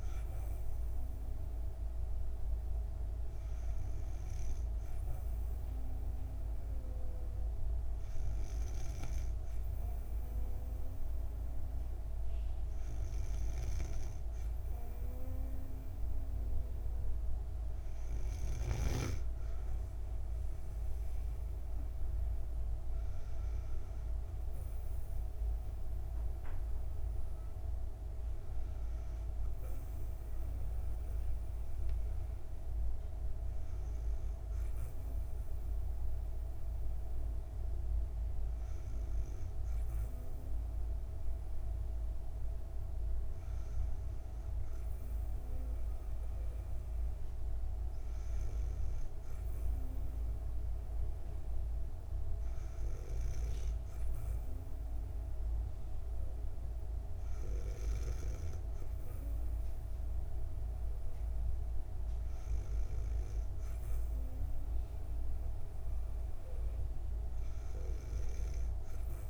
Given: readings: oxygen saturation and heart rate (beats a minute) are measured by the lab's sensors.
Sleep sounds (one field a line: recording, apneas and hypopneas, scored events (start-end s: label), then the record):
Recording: breathing in sleep, hard to hear, by a room microphone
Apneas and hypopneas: none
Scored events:
none scored
From the record:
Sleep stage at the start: N2 (light sleep)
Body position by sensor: on the back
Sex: female